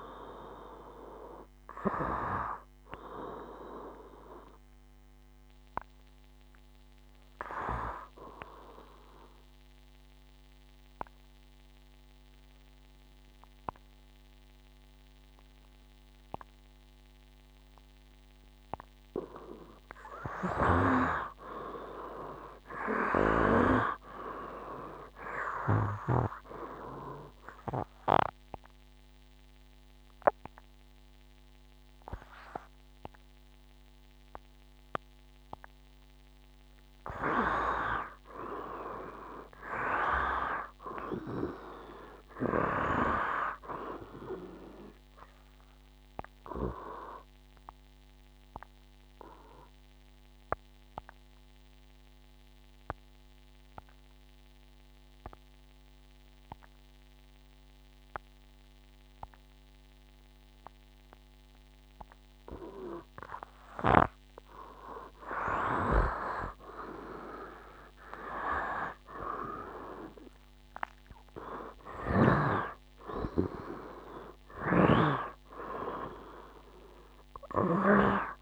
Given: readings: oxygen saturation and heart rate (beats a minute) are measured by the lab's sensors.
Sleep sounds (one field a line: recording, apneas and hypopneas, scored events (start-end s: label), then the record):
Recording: breathing in sleep by a microphone on the trachea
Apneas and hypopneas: 3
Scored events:
8.00-20.00 s: obstructive apnea (oxygen 97% before, 84% lowest, heart rate 97 before, 59 extreme, up 10 after)
12.50-78.42 s: new sleep stage, N2 (light sleep)
21.00-23.50 s: arousal
24.50-47.50 s: oxygen desaturation (device-marked, oxygen 97% before, 84% lowest, heart rate 63 before, 57 extreme)
26.50-37.00 s: obstructive apnea (oxygen 98% before, 82% lowest, heart rate 62 before, 57 extreme)
39.00-42.50 s: arousal
45.50-64.50 s: obstructive apnea (oxygen 97% before, 82% lowest, heart rate 65 before, 57 extreme, up 13 after)
49.50-65.50 s: oxygen desaturation (device-marked, oxygen 95% before, 88% lowest, heart rate 65 before, 57 extreme)
66.50-70.00 s: arousal
67.50-78.42 s: oxygen desaturation (device-marked, oxygen 96% before, 82% lowest, heart rate 59 before, 57 extreme)
From the record:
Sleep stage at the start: N1 (lightest sleep)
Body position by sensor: on the right side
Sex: male